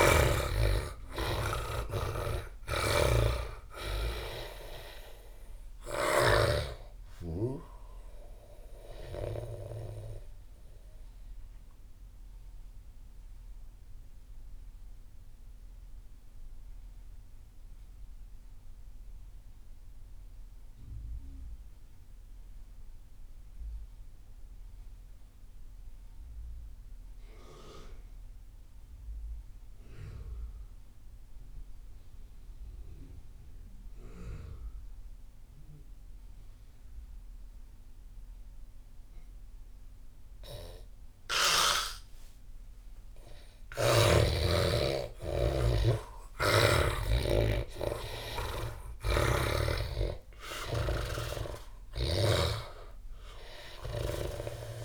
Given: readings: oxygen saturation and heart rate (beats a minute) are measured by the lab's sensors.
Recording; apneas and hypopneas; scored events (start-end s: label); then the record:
breathing in sleep by a room microphone; 1
0.00-16.50 s: oxygen desaturation (device-marked, oxygen 79% lowest)
2.00-6.50 s: snoring (device-marked)
10.00-43.00 s: mixed apnea (oxygen 97% before, 79% lowest)
37.50-54.85 s: oxygen desaturation (device-marked, oxygen 98% before, 83% lowest)
45.00-50.00 s: arousal
48.50-52.00 s: snoring (device-marked)
From the record:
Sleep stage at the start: N2 (light sleep); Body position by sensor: on the back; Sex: male